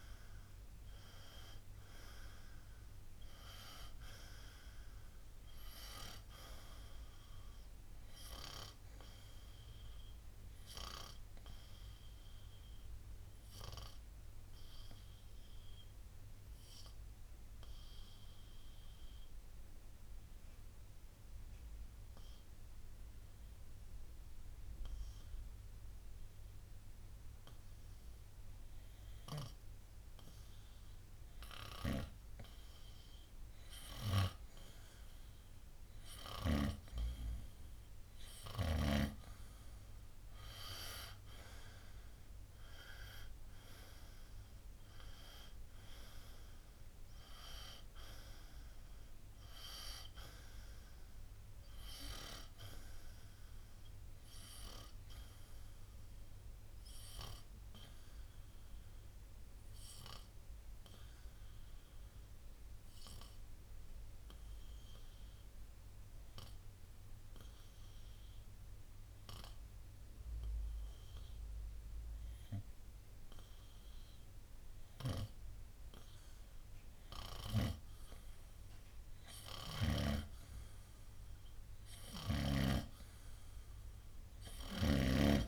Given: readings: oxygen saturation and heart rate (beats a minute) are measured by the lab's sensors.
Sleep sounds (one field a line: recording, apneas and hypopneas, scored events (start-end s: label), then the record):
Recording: breathing in sleep by a room microphone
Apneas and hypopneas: 2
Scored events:
0.00-30.00 s: oxygen desaturation (device-marked, oxygen 97% before, 90% lowest, heart rate 60 before, 57 extreme)
12.00-32.00 s: obstructive apnea (oxygen 97% before, 90% lowest, heart rate 65 before, 57 extreme, up 7 after)
35.50-39.00 s: arousal
45.00-75.00 s: oxygen desaturation (device-marked, oxygen 96% before, 90% lowest, heart rate 62 before, 58 extreme)
56.00-77.50 s: obstructive apnea (oxygen 96% before, 90% lowest, heart rate 67 before, 58 extreme, up 6 after)
82.00-85.48 s: snoring (device-marked)
From the record:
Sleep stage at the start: N2 (light sleep)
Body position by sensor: on the front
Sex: male